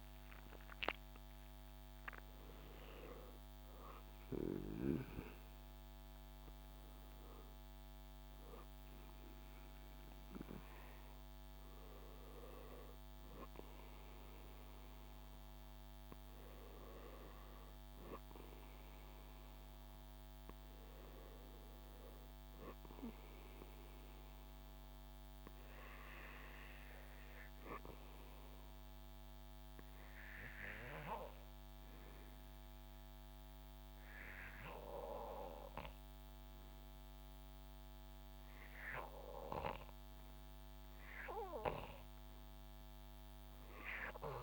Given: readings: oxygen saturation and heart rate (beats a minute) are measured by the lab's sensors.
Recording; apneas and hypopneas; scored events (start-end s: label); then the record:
breathing in sleep by a microphone on the trachea; 1
0.00-26.50 s: oxygen desaturation (device-marked, oxygen 89% lowest, heart rate 64 extreme)
27.50-38.50 s: obstructive apnea (oxygen 98% before, 90% lowest, heart rate 66 before, 68 extreme, up 9 after)
41.00-44.43 s: arousal
From the record:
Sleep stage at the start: N2 (light sleep); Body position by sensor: on the back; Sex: male